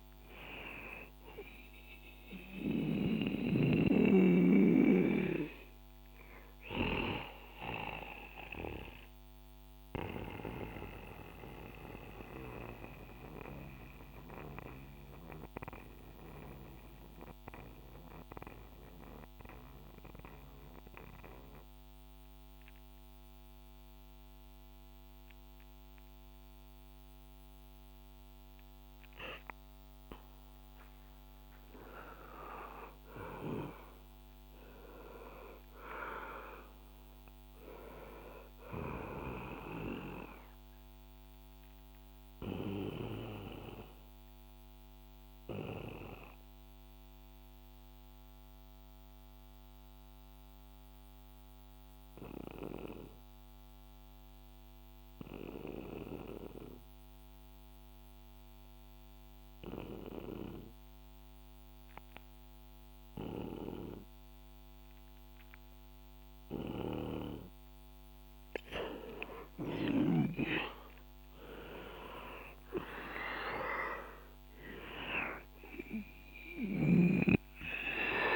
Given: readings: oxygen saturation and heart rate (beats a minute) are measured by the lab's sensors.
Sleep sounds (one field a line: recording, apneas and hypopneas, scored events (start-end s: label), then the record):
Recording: breathing in sleep by a microphone on the trachea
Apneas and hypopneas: 2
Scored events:
0.00-21.50 s: oxygen desaturation (device-marked, oxygen 88% lowest, heart rate 62 extreme)
9.00-30.00 s: central apnea (oxygen 98% before, 88% lowest, heart rate 67 before, 61 extreme, up 5 after)
31.50-36.50 s: arousal
40.00-68.50 s: mixed apnea (oxygen 98% before, 89% lowest, heart rate 66 before, 60 extreme, up 7 after)
41.50-59.50 s: oxygen desaturation (device-marked, oxygen 97% before, 93% lowest, heart rate 67 before, 60 extreme)
70.50-78.36 s: oxygen desaturation (device-marked, oxygen 98% before, 89% lowest, heart rate 63 before, 61 extreme)
71.50-75.50 s: arousal
From the record:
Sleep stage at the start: N2 (light sleep)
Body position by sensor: on the back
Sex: male